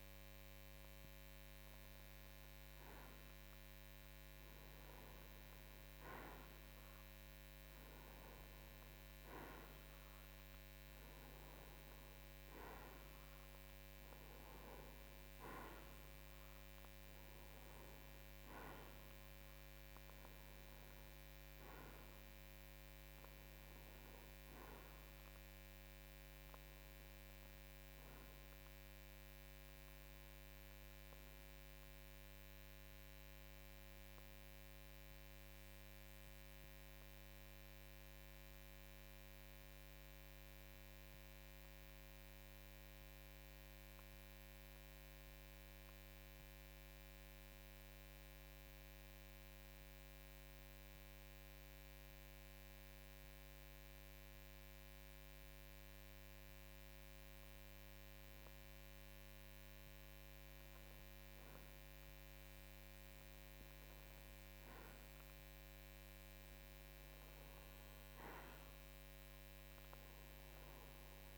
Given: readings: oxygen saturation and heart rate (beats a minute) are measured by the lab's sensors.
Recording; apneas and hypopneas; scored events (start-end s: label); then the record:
breathing in sleep, hard to hear, by a microphone on the trachea; 1
0.00-2.00 s: arousal
4.00-34.00 s: oxygen desaturation (device-marked, oxygen 97% before, 91% lowest, heart rate 54 before, 53 extreme)
36.00-57.50 s: mixed apnea (oxygen 95% before, 92% lowest, heart rate 56 before, 53 extreme, up 1 after)
61.00-65.50 s: arousal
From the record:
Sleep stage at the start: N2 (light sleep); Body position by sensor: on the right side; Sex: male